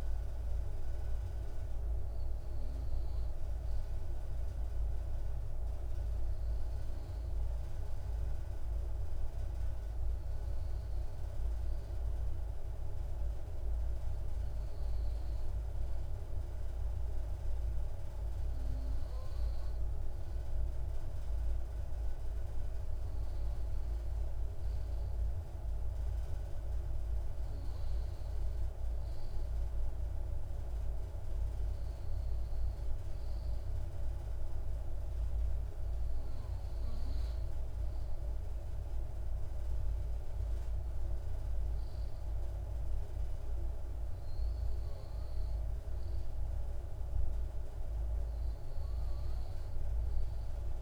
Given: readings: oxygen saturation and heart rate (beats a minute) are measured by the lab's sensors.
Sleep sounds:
breathing in sleep, hard to hear, by a room microphone; none
none scored
From the record:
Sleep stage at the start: N2 (light sleep); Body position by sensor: on the left side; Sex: male

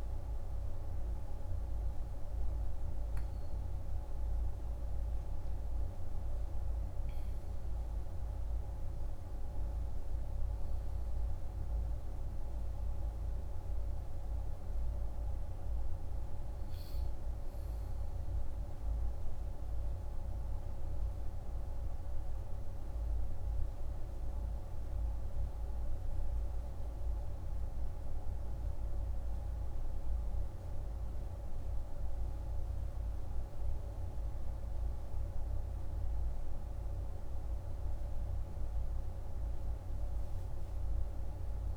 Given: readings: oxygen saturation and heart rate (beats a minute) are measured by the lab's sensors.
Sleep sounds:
breathing in sleep, hard to hear, by a room microphone; none
none scored
From the record:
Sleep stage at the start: N1 (lightest sleep); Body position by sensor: on the right side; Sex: male

